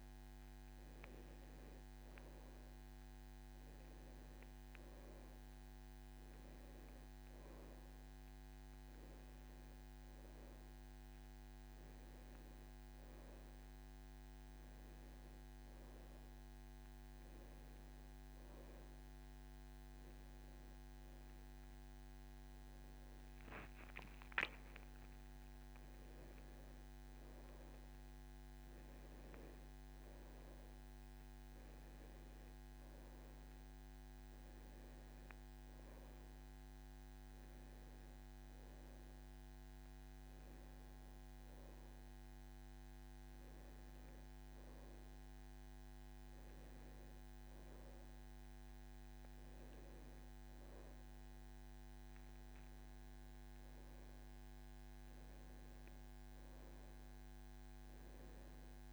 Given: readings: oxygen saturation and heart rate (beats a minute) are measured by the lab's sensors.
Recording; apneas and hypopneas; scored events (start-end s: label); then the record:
breathing in sleep, hard to hear, by a microphone on the trachea; none
none scored
From the record:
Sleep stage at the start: N2 (light sleep); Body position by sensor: on the back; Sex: male